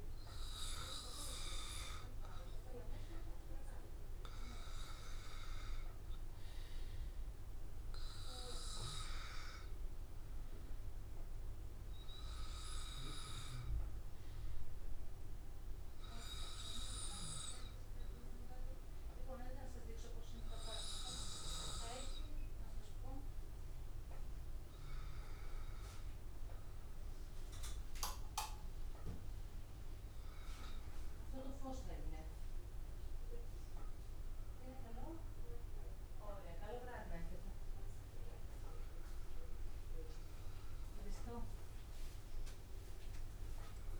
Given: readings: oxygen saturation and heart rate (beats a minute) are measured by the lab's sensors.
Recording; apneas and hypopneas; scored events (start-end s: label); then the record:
breathing in sleep by a room microphone; none
37.00-40.50 s: arousal
From the record:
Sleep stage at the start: N2 (light sleep); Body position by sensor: on the back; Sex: male